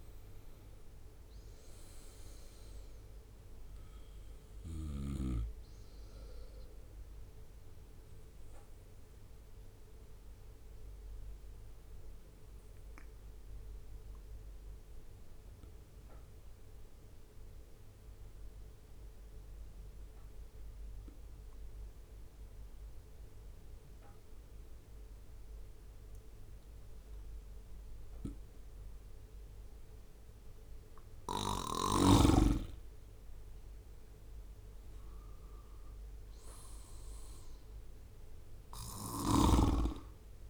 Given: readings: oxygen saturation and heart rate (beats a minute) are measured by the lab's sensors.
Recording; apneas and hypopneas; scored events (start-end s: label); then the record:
breathing in sleep by a room microphone; 1
0.00-6.00 s: oxygen desaturation (device-marked, oxygen 92% lowest, heart rate 63 extreme)
9.50-30.50 s: obstructive apnea (oxygen 97% before, 89% lowest, heart rate 70 before, 63 extreme, up 6 after)
13.00-25.00 s: oxygen desaturation (device-marked, oxygen 93% before, 89% lowest, heart rate 69 before, 64 extreme)
32.00-33.00 s: leg movement (device-marked)
32.50-36.50 s: arousal
38.50-40.50 s: snoring (device-marked)
From the record:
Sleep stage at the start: N2 (light sleep); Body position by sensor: on the right side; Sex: male